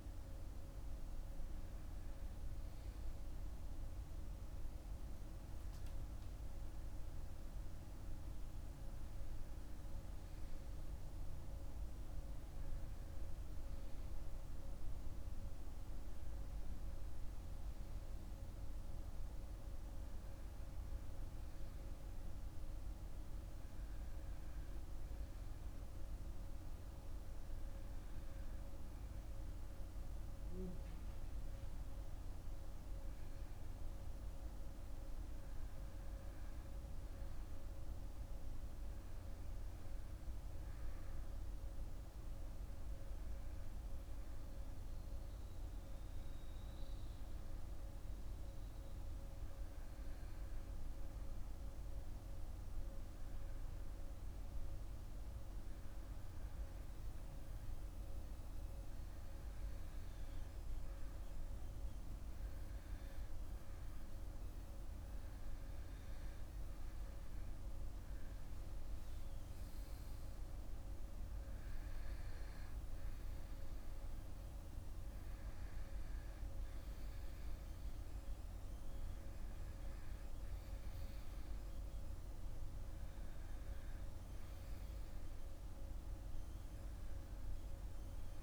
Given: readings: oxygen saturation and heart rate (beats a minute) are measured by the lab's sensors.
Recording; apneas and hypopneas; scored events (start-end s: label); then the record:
breathing in sleep, hard to hear, by a room microphone; none
none scored
From the record:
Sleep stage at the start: REM sleep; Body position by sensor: on the back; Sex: male